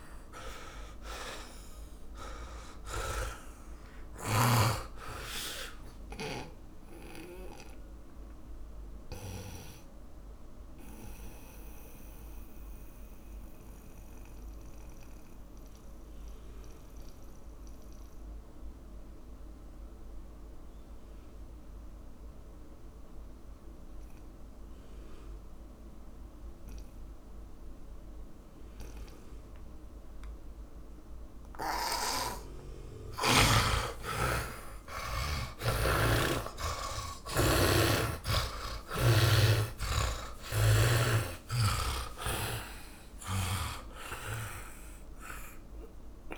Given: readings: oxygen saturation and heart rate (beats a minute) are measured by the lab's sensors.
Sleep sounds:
breathing in sleep by a room microphone; 1
1.50-22.50 s: oxygen desaturation (device-marked, oxygen 100% before, 82% lowest)
4.50-10.00 s: snoring (device-marked)
8.50-33.50 s: mixed apnea (oxygen 100% before, 81% lowest)
30.50-40.50 s: oxygen desaturation (device-marked, oxygen 100% before, 95% lowest, heart rate 40 before, 58 extreme)
34.50-38.00 s: snoring (device-marked)
35.50-41.50 s: arousal
42.50-46.38 s: snoring (device-marked)
From the record:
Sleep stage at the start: N2 (light sleep); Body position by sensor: on the back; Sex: male

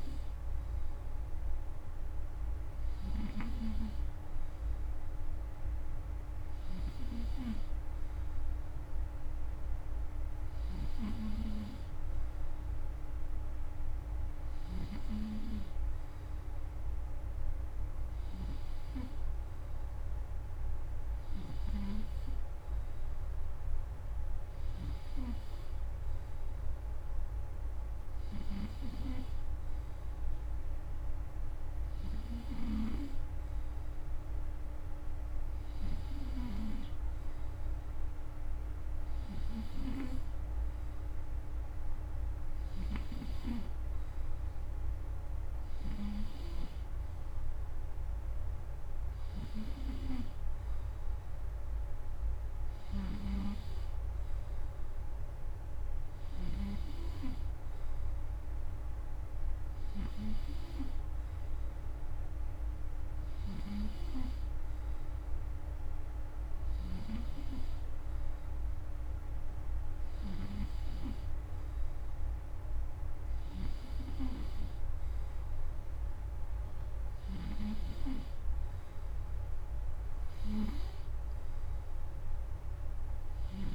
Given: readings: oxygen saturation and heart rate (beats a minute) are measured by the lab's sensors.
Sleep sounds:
breathing in sleep by a room microphone; none
2.50-6.50 s: snoring (device-marked)
39.00-43.00 s: snoring (device-marked)
52.50-56.00 s: snoring (device-marked)
66.00-70.00 s: snoring (device-marked)
From the record:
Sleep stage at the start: N2 (light sleep); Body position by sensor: on the front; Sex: male

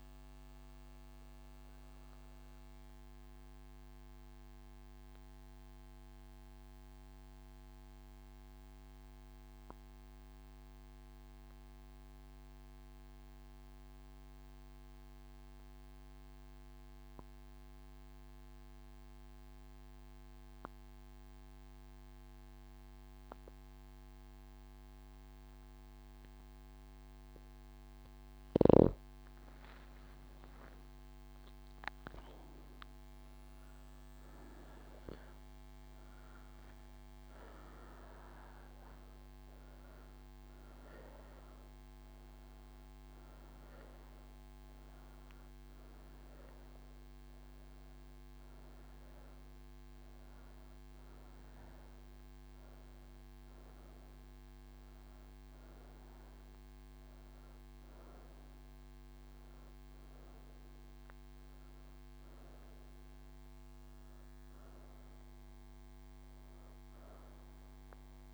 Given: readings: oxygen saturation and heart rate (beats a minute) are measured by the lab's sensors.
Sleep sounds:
breathing in sleep, hard to hear, by a microphone on the trachea; none
0.00-9.00 s: oxygen desaturation (device-marked, oxygen 90% lowest)
30.00-35.00 s: oxygen desaturation (device-marked, oxygen 98% before, 96% lowest)
64.00-68.34 s: oxygen desaturation (device-marked, oxygen 94% before, 88% lowest)
From the record:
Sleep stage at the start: N2 (light sleep); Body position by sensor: on the right side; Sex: female

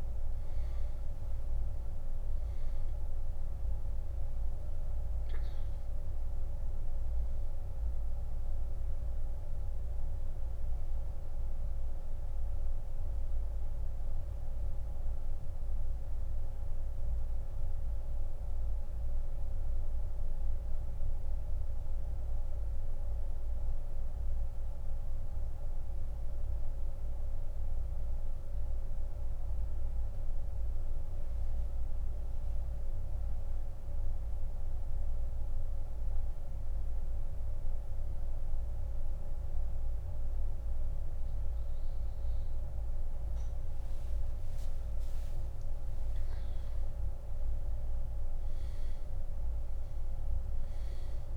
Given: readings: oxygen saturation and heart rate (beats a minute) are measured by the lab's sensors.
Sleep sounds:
breathing in sleep, hard to hear, by a room microphone; 1
6.50-39.50 s: oxygen desaturation (device-marked, oxygen 96% before, 90% lowest)
14.00-42.00 s: mixed apnea (oxygen 97% before, 89% lowest)
44.00-48.50 s: arousal
From the record:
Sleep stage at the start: N2 (light sleep); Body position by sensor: on the back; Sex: male

